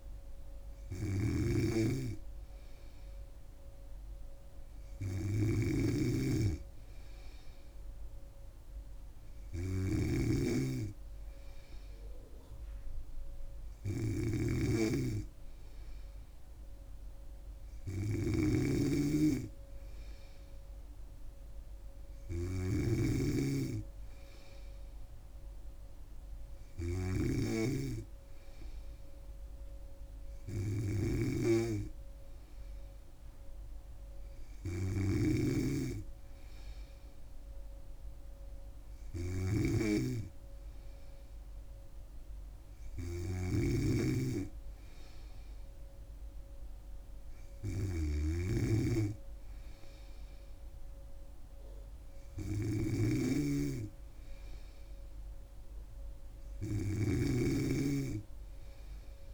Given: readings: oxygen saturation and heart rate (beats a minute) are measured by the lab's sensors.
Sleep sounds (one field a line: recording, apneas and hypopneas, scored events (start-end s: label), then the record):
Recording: breathing in sleep by a room microphone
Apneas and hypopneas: none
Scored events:
0.00-59.34 s: snoring (device-marked)
From the record:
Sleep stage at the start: N3 (deep sleep)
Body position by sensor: on the back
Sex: female